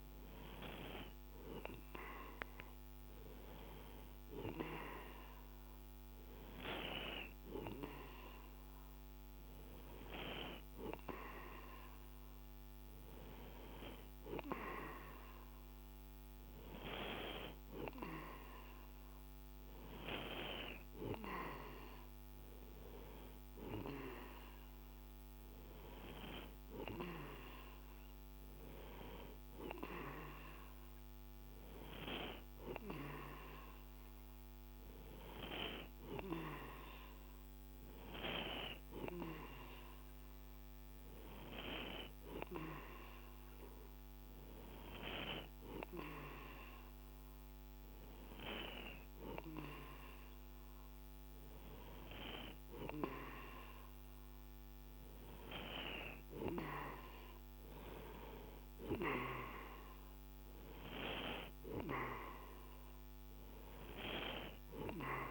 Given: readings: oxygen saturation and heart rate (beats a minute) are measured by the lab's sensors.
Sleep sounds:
breathing in sleep by a microphone on the trachea; none
none scored
From the record:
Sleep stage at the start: N2 (light sleep); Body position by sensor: on the right side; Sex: male

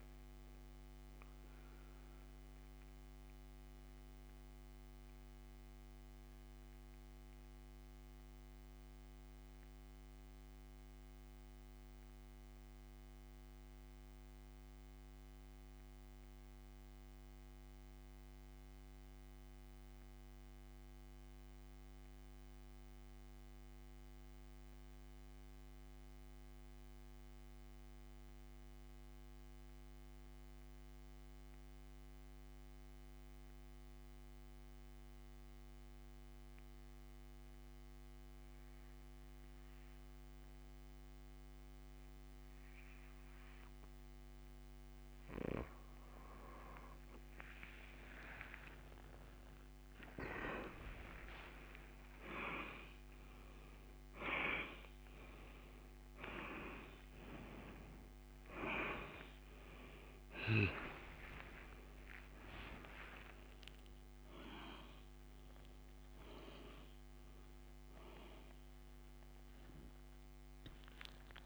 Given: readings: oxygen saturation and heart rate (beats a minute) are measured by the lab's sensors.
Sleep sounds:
breathing in sleep by a microphone on the trachea; 1
3.50-44.50 s: mixed apnea (oxygen 98% before, 88% lowest)
19.00-38.00 s: oxygen desaturation (device-marked, oxygen 95% before, 88% lowest, heart rate 34 before, 28 extreme)
47.50-52.00 s: arousal
50.00-71.46 s: oxygen desaturation (device-marked, oxygen 98% before, 91% lowest, heart rate 54 before, 57 extreme)
From the record:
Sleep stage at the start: N2 (light sleep); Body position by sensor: on the back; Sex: male

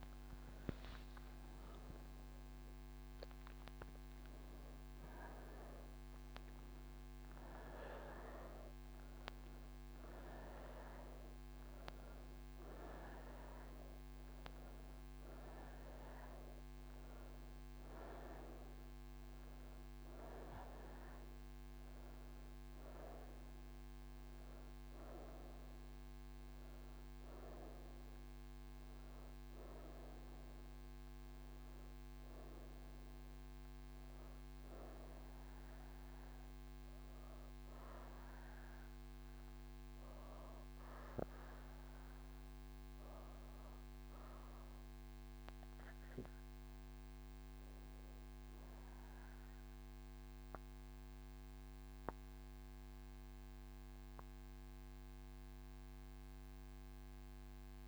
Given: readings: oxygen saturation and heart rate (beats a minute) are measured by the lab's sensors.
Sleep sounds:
breathing in sleep by a microphone on the trachea; none
1.00-52.00 s: oxygen desaturation (device-marked, oxygen 99% before, 88% lowest)
From the record:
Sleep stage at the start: N3 (deep sleep); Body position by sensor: on the right side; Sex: female

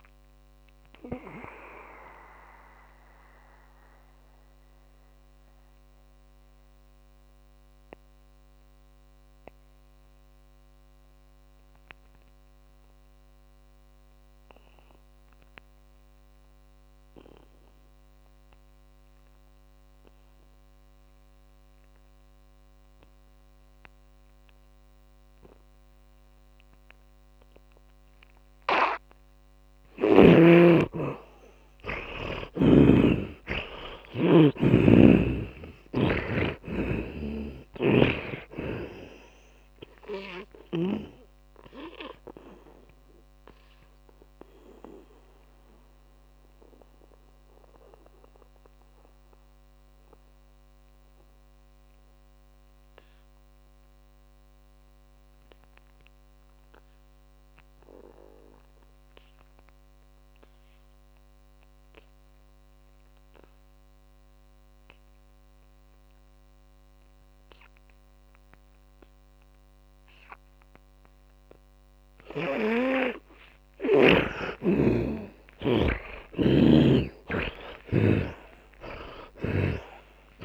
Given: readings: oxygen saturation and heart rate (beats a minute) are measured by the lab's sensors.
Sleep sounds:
breathing in sleep by a microphone on the trachea; 2
0.00-12.50 s: oxygen desaturation (device-marked, oxygen 78% lowest)
0.00-15.50 s: tachycardia (device-marked, heart rate 173 extreme)
2.50-29.50 s: mixed apnea (oxygen 100% before, 78% lowest)
21.50-30.50 s: tachycardia (device-marked, heart rate 35 before, 137 extreme)
32.50-38.00 s: arousal
36.50-59.50 s: oxygen desaturation (device-marked, oxygen 98% before, 78% lowest)
37.50-41.50 s: snoring (device-marked)
42.50-73.50 s: mixed apnea (oxygen 100% before, 78% lowest)
68.50-80.45 s: oxygen desaturation (device-marked, oxygen 100% before, 78% lowest)
75.50-80.45 s: arousal
77.50-80.45 s: snoring (device-marked)
77.50-80.45 s: tachycardia (device-marked, heart rate 33 before, 51 extreme)
From the record:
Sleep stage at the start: N2 (light sleep); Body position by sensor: on the back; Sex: male

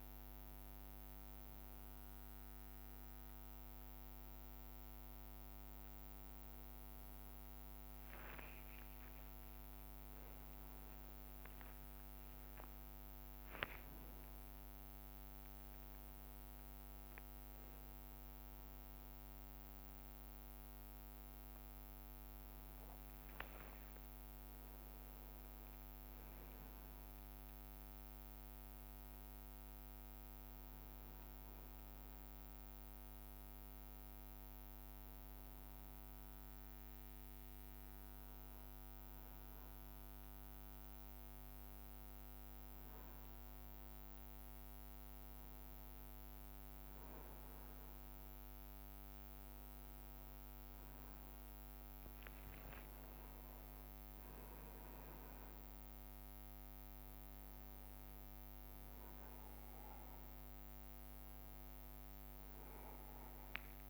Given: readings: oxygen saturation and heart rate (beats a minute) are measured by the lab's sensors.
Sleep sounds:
a person awake in a sleep study, hard to hear, by a microphone on the trachea; none
8.50-11.50 s: leg movement (device-marked)
12.50-15.50 s: leg movement (device-marked)
13.00-15.00 s: long interval between heartbeats (device-marked, heart rate 71 before, 84 extreme)
23.50-27.00 s: leg movement (device-marked)
28.00-41.00 s: drop in pulse transit time (device-marked, heart rate 71 before, 64 extreme)
39.00-48.00 s: leg movement (device-marked)
50.50-55.50 s: leg movement (device-marked)
53.00-55.00 s: long interval between heartbeats (device-marked, heart rate 65 before, 75 extreme)
55.00-63.90 s: drop in pulse transit time (device-marked, heart rate 66 before, 65 extreme)
57.50-62.50 s: leg movement (device-marked)
From the record:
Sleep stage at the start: awake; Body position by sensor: on the back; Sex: male

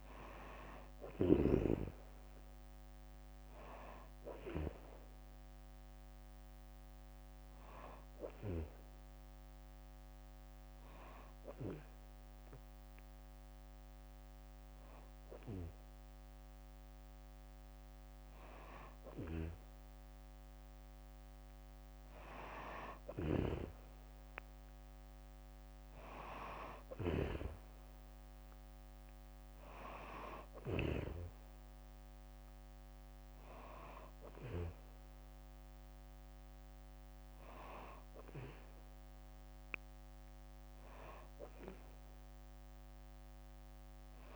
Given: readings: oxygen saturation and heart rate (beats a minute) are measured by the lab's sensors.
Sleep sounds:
breathing in sleep by a microphone on the trachea; 1
0.00-1.50 s: snoring (device-marked)
1.00-4.00 s: arousal
8.50-19.50 s: hypopnea (oxygen 95% before, 92% lowest, heart rate 76 before, 66 extreme, up 1 after)
22.00-25.00 s: arousal
23.50-38.50 s: oxygen desaturation (device-marked, oxygen 95% before, 92% lowest, heart rate 70 before, 69 extreme)
From the record:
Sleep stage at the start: N2 (light sleep); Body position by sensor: on the back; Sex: female

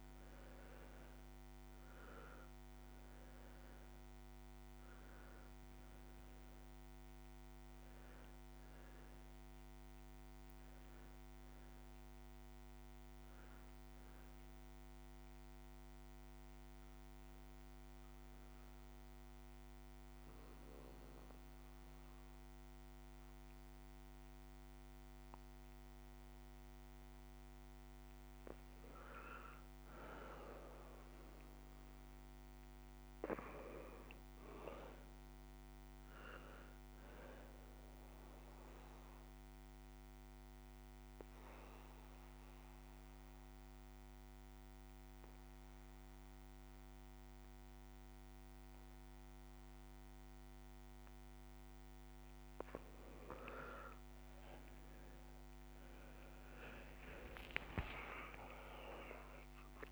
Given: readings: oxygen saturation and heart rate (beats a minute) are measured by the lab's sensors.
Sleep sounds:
breathing in sleep by a microphone on the trachea; 2
0.00-21.50 s: oxygen desaturation (device-marked, oxygen 89% lowest)
14.50-27.00 s: obstructive apnea (oxygen 96% before, 89% lowest)
28.50-31.50 s: arousal
31.50-43.50 s: oxygen desaturation (device-marked, oxygen 98% before, 90% lowest)
38.50-50.50 s: obstructive apnea (oxygen 98% before, 87% lowest)
55.00-59.92 s: arousal
55.50-59.92 s: oxygen desaturation (device-marked, oxygen 95% before, 91% lowest)
From the record:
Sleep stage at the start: N2 (light sleep); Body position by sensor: on the right side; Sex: male

